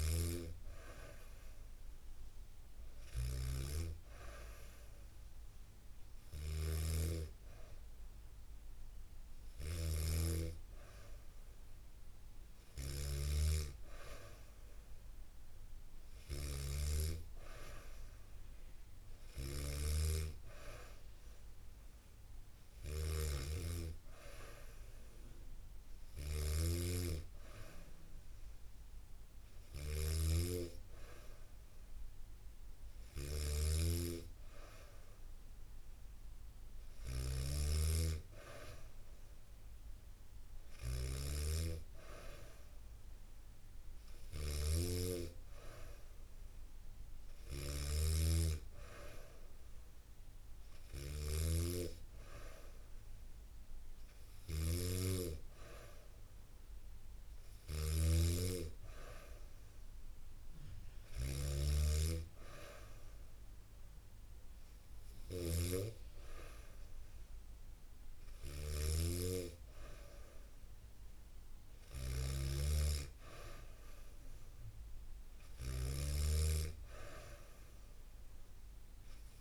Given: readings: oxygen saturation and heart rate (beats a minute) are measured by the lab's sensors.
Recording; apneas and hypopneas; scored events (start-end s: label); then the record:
breathing in sleep by a room microphone; none
0.00-79.41 s: snoring (device-marked)
From the record:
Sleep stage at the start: N2 (light sleep); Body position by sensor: on the back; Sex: female